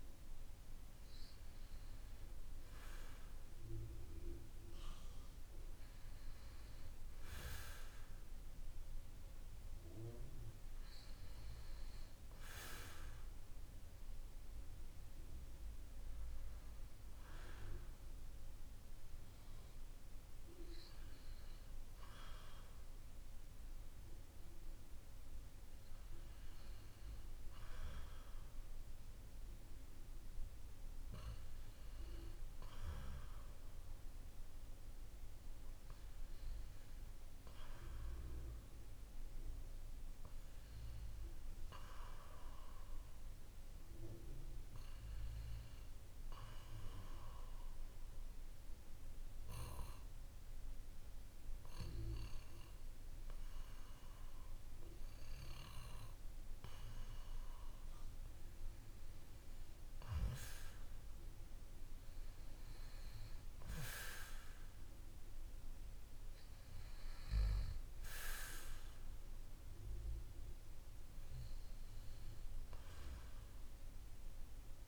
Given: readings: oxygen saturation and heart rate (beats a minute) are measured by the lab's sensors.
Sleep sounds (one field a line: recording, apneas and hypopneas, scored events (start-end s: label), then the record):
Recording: breathing in sleep by a room microphone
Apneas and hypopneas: 1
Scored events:
11.50-16.00 s: arousal
23.00-59.50 s: obstructive apnea (oxygen 96% before, 93% lowest, heart rate 54 before, 52 extreme, up 4 after)
From the record:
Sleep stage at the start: N2 (light sleep)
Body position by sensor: on the back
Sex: male